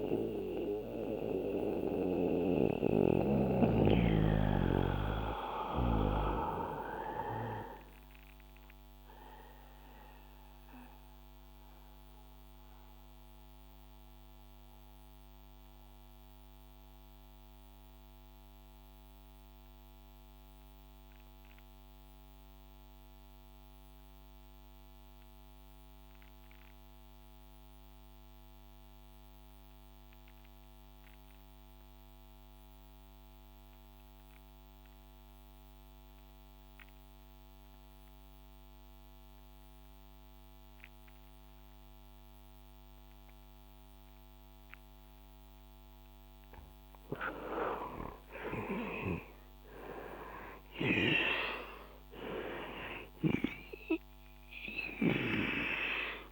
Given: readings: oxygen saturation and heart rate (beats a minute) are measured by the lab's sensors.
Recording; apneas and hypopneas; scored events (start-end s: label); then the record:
breathing in sleep by a microphone on the trachea; 1
0.00-23.00 s: oxygen desaturation (device-marked, oxygen 79% lowest, heart rate 58 extreme)
2.50-6.00 s: snoring (device-marked)
8.50-45.50 s: mixed apnea (oxygen 93% before, 79% lowest, heart rate 70 before, 60 extreme, up 13 after)
43.00-56.32 s: oxygen desaturation (device-marked, oxygen 98% before, 81% lowest, heart rate 62 before, 57 extreme)
47.50-52.50 s: arousal
From the record:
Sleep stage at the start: REM sleep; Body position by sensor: on the back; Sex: male